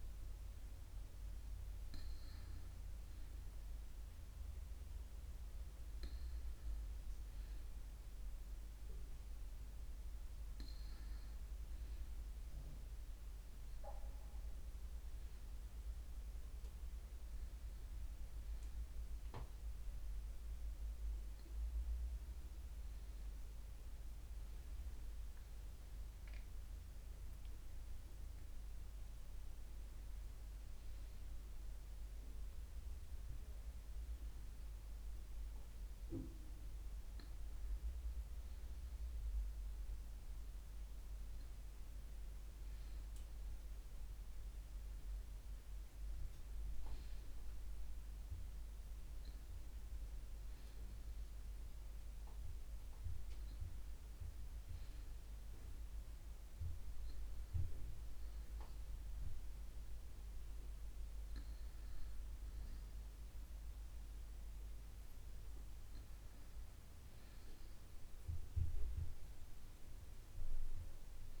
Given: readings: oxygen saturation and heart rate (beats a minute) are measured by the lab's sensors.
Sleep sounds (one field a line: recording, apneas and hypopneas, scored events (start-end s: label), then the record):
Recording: breathing in sleep, hard to hear, by a room microphone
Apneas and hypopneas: none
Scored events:
none scored
From the record:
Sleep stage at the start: N2 (light sleep)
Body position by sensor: on the right side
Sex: female